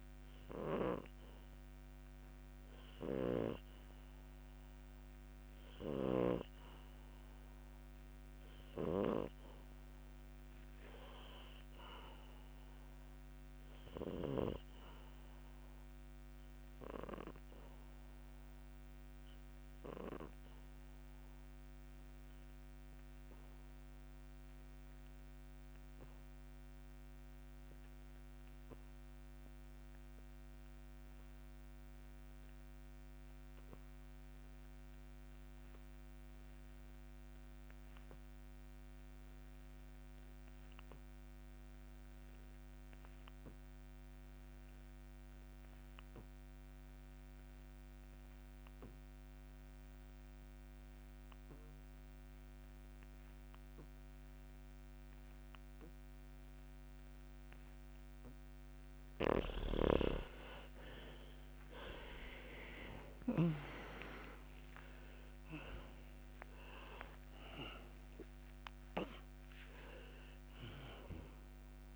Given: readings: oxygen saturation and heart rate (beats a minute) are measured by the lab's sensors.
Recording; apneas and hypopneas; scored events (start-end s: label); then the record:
breathing in sleep by a microphone on the trachea; 1
0.00-6.50 s: snoring (device-marked)
1.50-23.50 s: oxygen desaturation (device-marked, oxygen 98% before, 89% lowest, heart rate 67 before, 59 extreme)
18.00-58.50 s: obstructive apnea (oxygen 98% before, 78% lowest, heart rate 67 before, 55 extreme, up 6 after)
52.50-70.50 s: oxygen desaturation (device-marked, oxygen 93% before, 87% lowest, heart rate 60 before, 55 extreme)
61.00-67.50 s: arousal
From the record:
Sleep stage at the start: REM sleep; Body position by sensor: on the back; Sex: male